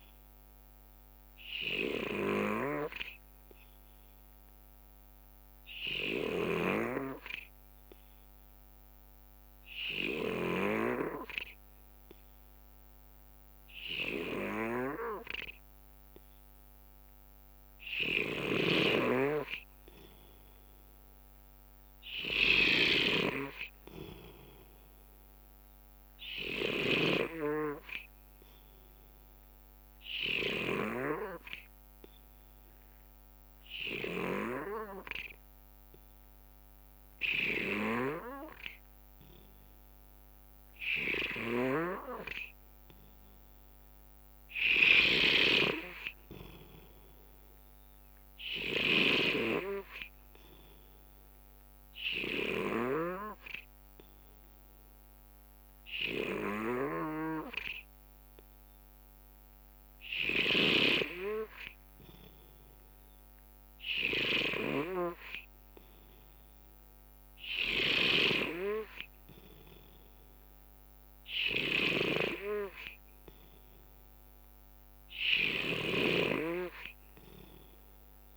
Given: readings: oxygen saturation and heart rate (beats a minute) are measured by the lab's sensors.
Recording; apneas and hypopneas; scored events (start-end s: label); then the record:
breathing in sleep by a microphone on the trachea; 3
2.00-17.00 s: obstructive apnea (oxygen 96% before, 91% lowest, heart rate 68 before, 67 extreme, up 4 after)
6.50-11.00 s: snoring (device-marked)
18.50-31.00 s: snoring (device-marked)
20.00-23.00 s: arousal
20.50-37.50 s: oxygen desaturation (device-marked, oxygen 96% before, 92% lowest, heart rate 68 before, 68 extreme)
29.00-43.00 s: hypopnea (oxygen 96% before, 91% lowest, heart rate 69 before, 68 extreme, up 0 after)
38.00-49.50 s: snoring (device-marked)
45.50-48.50 s: arousal
52.00-63.00 s: hypopnea (oxygen 94% before, 91% lowest, heart rate 71 before, 69 extreme, up 0 after)
57.00-61.00 s: snoring (device-marked)
67.00-71.50 s: arousal
68.00-76.00 s: snoring (device-marked)
From the record:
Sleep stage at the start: N3 (deep sleep); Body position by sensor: on the right side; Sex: male